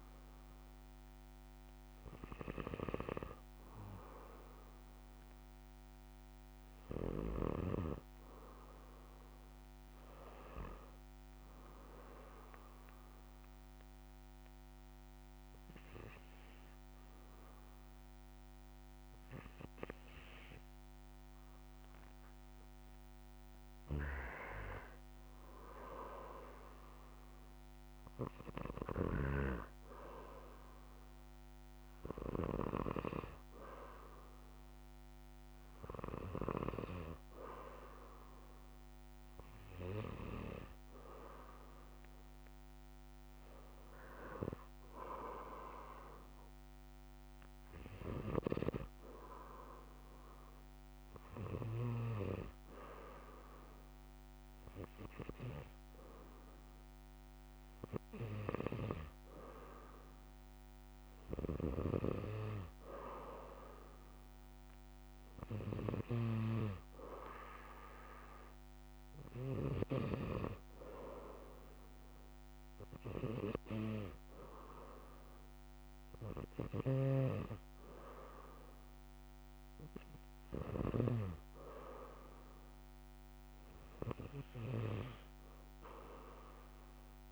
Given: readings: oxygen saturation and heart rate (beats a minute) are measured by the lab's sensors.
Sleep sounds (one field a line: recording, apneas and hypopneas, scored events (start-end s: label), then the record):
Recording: breathing in sleep by a microphone on the trachea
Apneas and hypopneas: 1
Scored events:
12.50-24.50 s: hypopnea (oxygen 97% before, 95% lowest, heart rate 67 before, 63 extreme, up 6 after)
28.00-32.00 s: arousal
From the record:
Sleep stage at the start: N2 (light sleep)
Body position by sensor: on the back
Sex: male